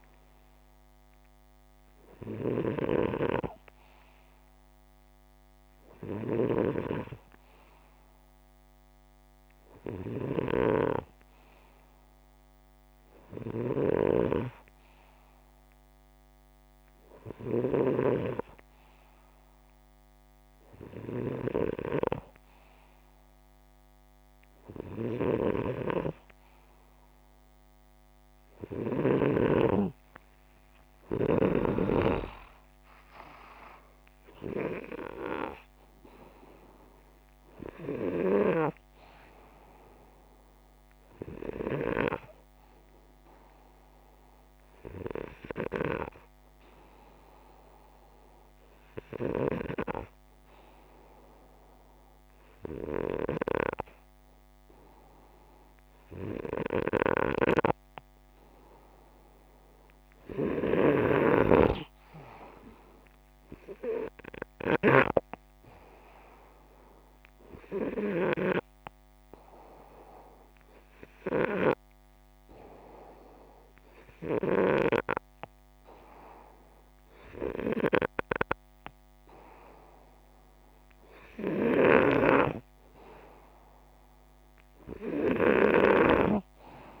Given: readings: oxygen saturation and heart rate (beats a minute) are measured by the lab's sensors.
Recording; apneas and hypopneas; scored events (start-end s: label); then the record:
breathing in sleep by a microphone on the trachea; 2
30.00-34.50 s: arousal
42.00-58.00 s: hypopnea (oxygen 92% before, 88% lowest, heart rate 68 before, 59 extreme, up 5 after)
60.00-63.00 s: arousal
69.50-81.50 s: hypopnea (oxygen 91% before, 88% lowest, heart rate 63 before, 59 extreme, up 3 after)
83.50-87.00 s: arousal
From the record:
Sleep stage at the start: N2 (light sleep); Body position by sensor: upright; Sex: male